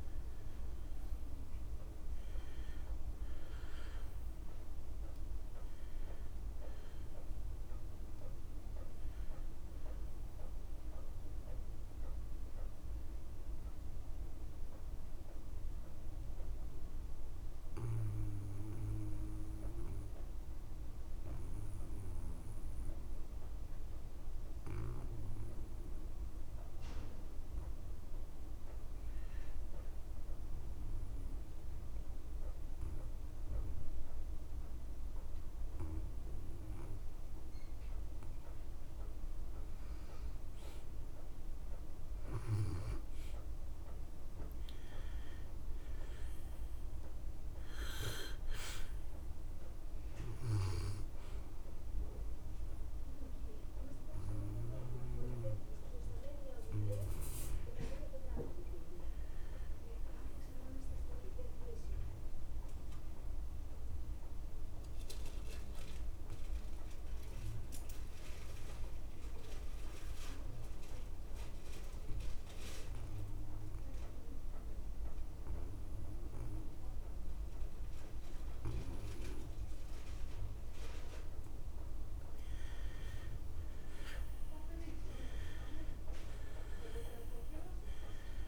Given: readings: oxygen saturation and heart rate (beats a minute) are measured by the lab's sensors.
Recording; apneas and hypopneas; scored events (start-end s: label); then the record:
breathing in sleep by a room microphone; 2
0.00-29.00 s: oxygen desaturation (device-marked, oxygen 77% lowest)
16.00-38.00 s: obstructive apnea (oxygen 92% before, 77% lowest)
40.50-44.50 s: arousal
44.00-69.00 s: oxygen desaturation (device-marked, oxygen 99% before, 88% lowest)
64.00-81.50 s: obstructive apnea (oxygen 99% before, 83% lowest)
78.00-80.00 s: long interval between heartbeats (device-marked)
83.50-87.00 s: arousal
84.00-88.48 s: oxygen desaturation (device-marked, oxygen 95% before, 83% lowest)
From the record:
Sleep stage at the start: N2 (light sleep); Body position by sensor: on the back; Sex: male